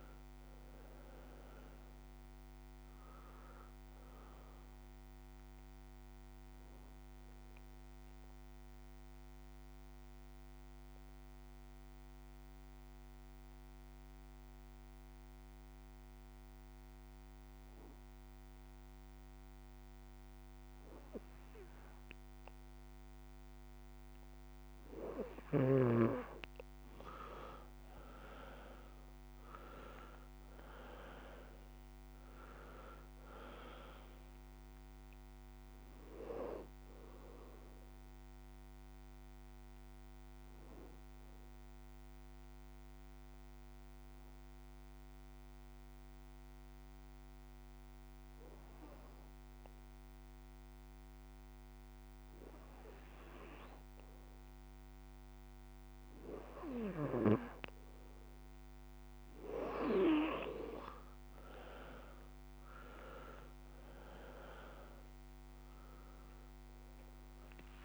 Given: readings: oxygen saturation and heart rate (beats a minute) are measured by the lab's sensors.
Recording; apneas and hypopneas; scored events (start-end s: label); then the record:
breathing in sleep by a microphone on the trachea; 2
0.00-21.00 s: oxygen desaturation (device-marked, oxygen 89% lowest)
7.00-21.50 s: obstructive apnea (oxygen 97% before, 89% lowest)
29.50-34.00 s: arousal
32.00-52.00 s: oxygen desaturation (device-marked, oxygen 96% before, 89% lowest)
40.50-53.50 s: obstructive apnea (oxygen 96% before, 86% lowest)
51.00-67.85 s: new sleep stage, awake
64.00-67.85 s: oxygen desaturation (device-marked, oxygen 96% before, 89% lowest)
From the record:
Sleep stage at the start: N2 (light sleep); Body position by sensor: on the back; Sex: male